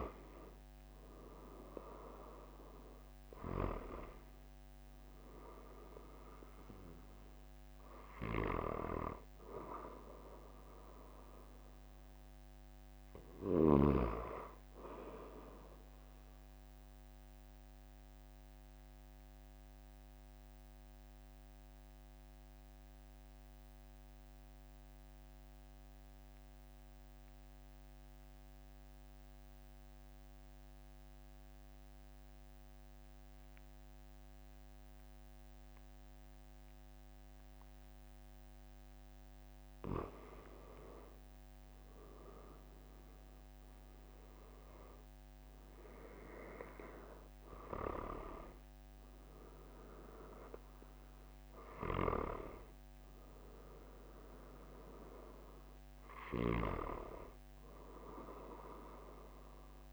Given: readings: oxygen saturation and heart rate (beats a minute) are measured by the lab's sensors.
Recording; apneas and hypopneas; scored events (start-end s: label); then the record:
breathing in sleep by a microphone on the trachea; 1
18.00-38.50 s: mixed apnea (oxygen 97% before, 93% lowest, heart rate 45 before, 43 extreme, up 3 after)
40.50-44.50 s: arousal
From the record:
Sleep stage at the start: N2 (light sleep); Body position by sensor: on the back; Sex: male